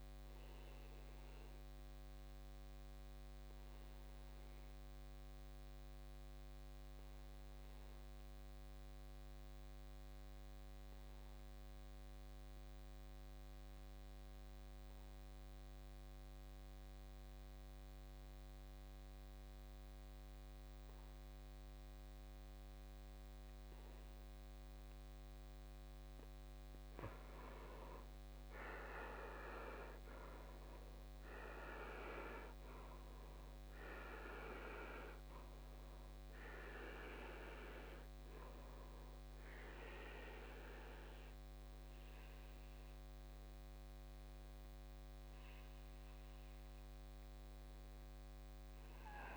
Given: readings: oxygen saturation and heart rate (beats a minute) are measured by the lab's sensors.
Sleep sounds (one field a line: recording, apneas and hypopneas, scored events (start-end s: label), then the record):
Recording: breathing in sleep by a microphone on the trachea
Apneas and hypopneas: 1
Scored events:
1.50-25.00 s: obstructive apnea (oxygen 99% before, 74% lowest, heart rate 57 before, 53 extreme, up 12 after)
9.50-17.50 s: oxygen desaturation (device-marked, oxygen 99% before, 92% lowest, heart rate 56 before, 59 extreme)
22.50-49.36 s: oxygen desaturation (device-marked, oxygen 94% before, 74% lowest, heart rate 58 before, 53 extreme)
27.50-31.50 s: arousal
From the record:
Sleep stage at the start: N2 (light sleep)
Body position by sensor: on the back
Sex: male